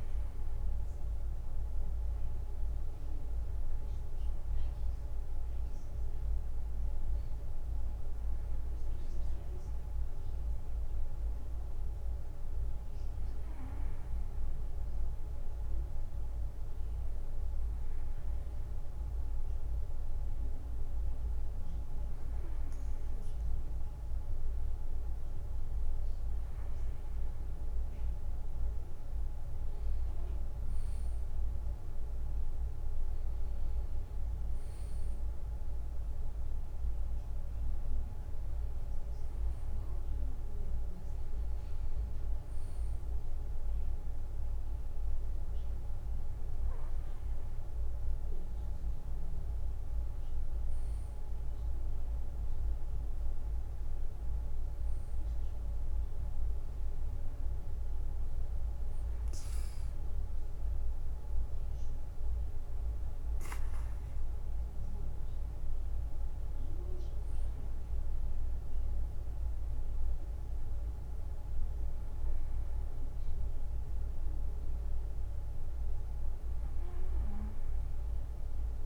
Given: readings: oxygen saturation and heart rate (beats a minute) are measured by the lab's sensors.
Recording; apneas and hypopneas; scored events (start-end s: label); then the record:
breathing in sleep, hard to hear, by a room microphone; none
none scored
From the record:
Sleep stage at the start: N2 (light sleep); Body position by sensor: on the back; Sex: male